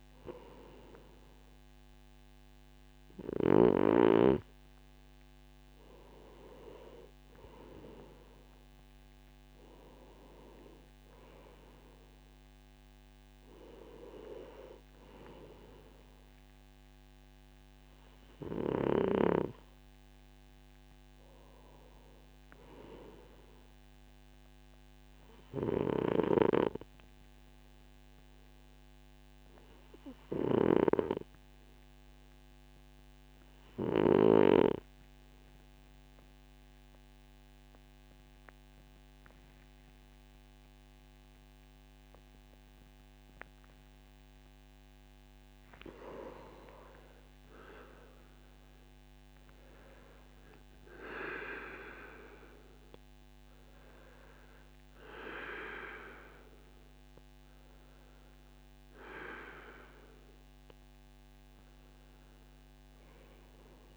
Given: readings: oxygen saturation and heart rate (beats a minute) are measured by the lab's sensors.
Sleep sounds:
breathing in sleep by a microphone on the trachea; 1
18.00-21.50 s: arousal
24.50-44.50 s: obstructive apnea (oxygen 95% before, 91% lowest, heart rate 60 before, 58 extreme, up 6 after)
43.50-63.97 s: oxygen desaturation (device-marked, oxygen 95% before, 92% lowest, heart rate 59 before, 56 extreme)
46.50-50.00 s: arousal
From the record:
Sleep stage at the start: N2 (light sleep); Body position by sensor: on the right side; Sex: male

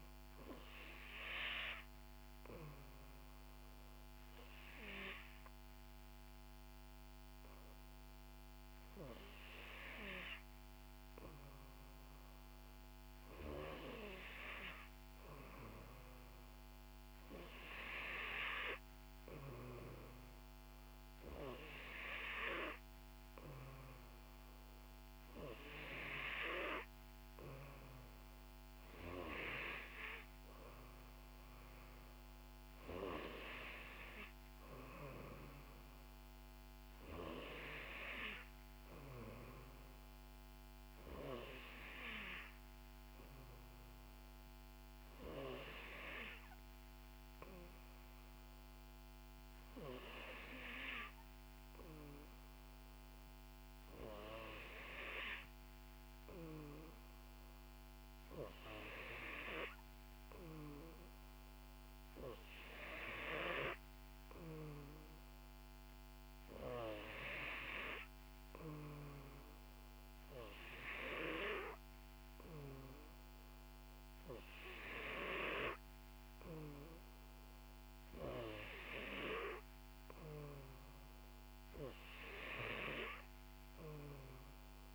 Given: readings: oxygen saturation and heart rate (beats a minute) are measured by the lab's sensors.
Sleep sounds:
breathing in sleep by a microphone on the trachea; 1
2.00-13.00 s: obstructive apnea (oxygen 93% before, 90% lowest, heart rate 64 before, 59 extreme, up 5 after)
15.50-18.00 s: arousal
From the record:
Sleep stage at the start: N3 (deep sleep); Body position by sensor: on the back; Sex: female

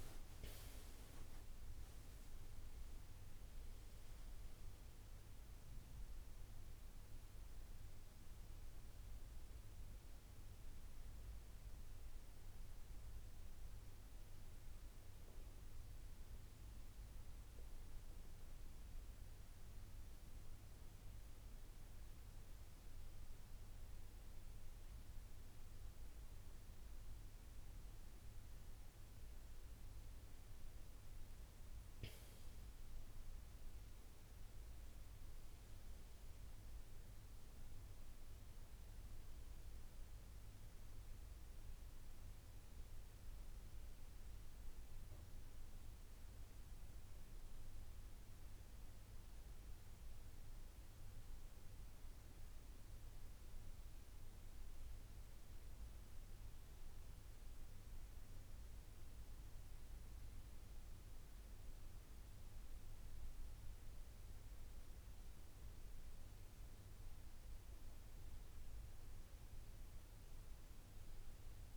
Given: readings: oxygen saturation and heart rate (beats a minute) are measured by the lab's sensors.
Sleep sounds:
breathing in sleep, hard to hear, by a room microphone; 1
0.00-4.00 s: arousal
0.00-4.00 s: oxygen desaturation (device-marked, oxygen 92% lowest, heart rate 70 extreme)
32.50-37.00 s: arousal
42.50-53.00 s: central apnea (oxygen 97% before, 92% lowest, heart rate 78 before, 66 extreme, up 5 after)
55.00-58.50 s: arousal
From the record:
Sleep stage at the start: N2 (light sleep); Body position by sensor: on the right side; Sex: male

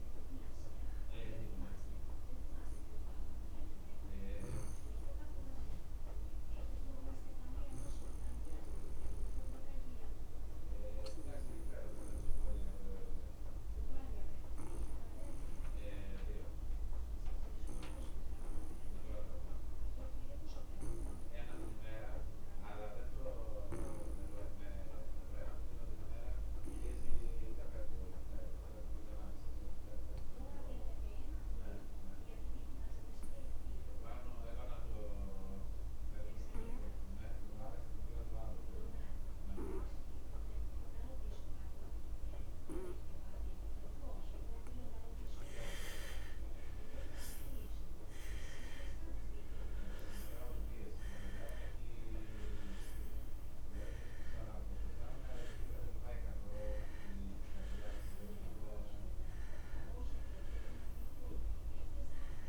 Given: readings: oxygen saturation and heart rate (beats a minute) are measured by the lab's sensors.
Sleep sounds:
breathing in sleep by a room microphone; 1
0.00-13.50 s: oxygen desaturation (device-marked, oxygen 79% lowest)
4.00-45.00 s: obstructive apnea (oxygen 93% before, 78% lowest)
28.50-62.48 s: oxygen desaturation (device-marked, oxygen 99% before, 78% lowest)
47.00-50.50 s: arousal
From the record:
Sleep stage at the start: N2 (light sleep); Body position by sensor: on the back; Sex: male

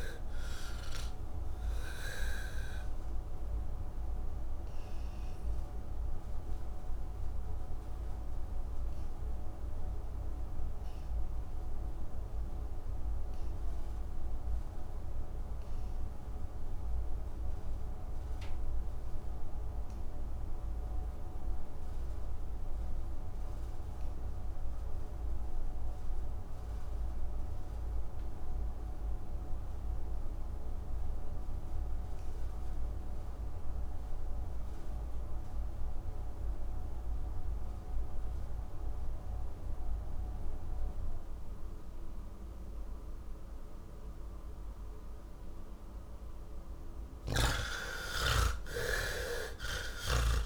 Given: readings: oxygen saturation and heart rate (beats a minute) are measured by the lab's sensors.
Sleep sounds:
breathing in sleep by a room microphone; 1
0.00-3.50 s: oxygen desaturation (device-marked, oxygen 63% lowest, heart rate 88 extreme)
3.00-45.50 s: obstructive apnea (oxygen 77% before, 58% lowest, heart rate 148 before, 96 extreme, up 19 after)
8.50-18.50 s: oxygen desaturation (device-marked, oxygen 65% before, 59% lowest, heart rate 141 before, 104 extreme)
29.50-50.46 s: oxygen desaturation (device-marked, oxygen 96% before, 63% lowest, heart rate 129 before, 96 extreme)
From the record:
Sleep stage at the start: N2 (light sleep); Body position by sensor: on the back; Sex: male

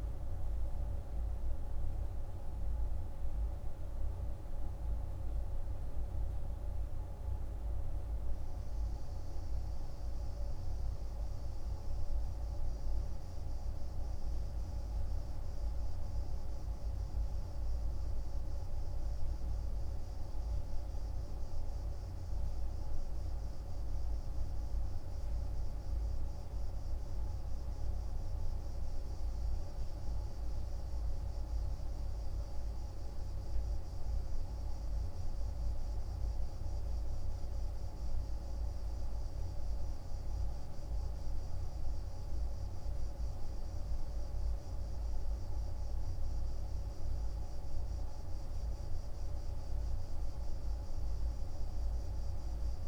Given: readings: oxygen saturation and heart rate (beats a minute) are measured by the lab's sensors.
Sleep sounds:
breathing in sleep, hard to hear, by a room microphone; none
none scored
From the record:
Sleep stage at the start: N2 (light sleep); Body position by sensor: on the right side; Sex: male

